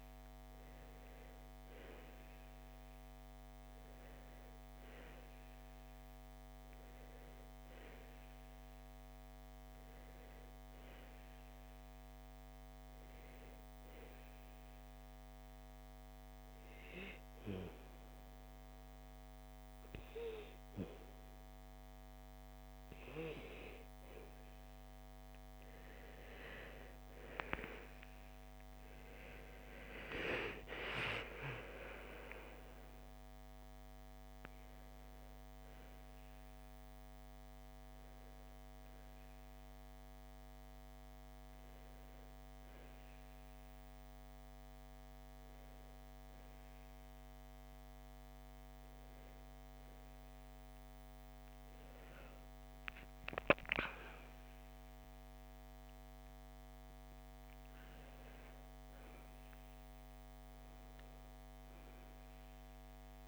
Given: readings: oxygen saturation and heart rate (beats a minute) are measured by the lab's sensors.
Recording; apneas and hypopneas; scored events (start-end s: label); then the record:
breathing in sleep by a microphone on the trachea; 2
14.50-24.50 s: hypopnea (oxygen 96% before, 92% lowest, heart rate 61 before, 57 extreme, up 11 after)
27.50-30.50 s: arousal
33.50-52.50 s: oxygen desaturation (device-marked, oxygen 96% before, 92% lowest, heart rate 60 before, 56 extreme)
39.50-52.00 s: hypopnea (oxygen 96% before, 92% lowest, heart rate 63 before, 56 extreme, up 10 after)
53.00-57.00 s: arousal
From the record:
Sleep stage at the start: N2 (light sleep); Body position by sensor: on the back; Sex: female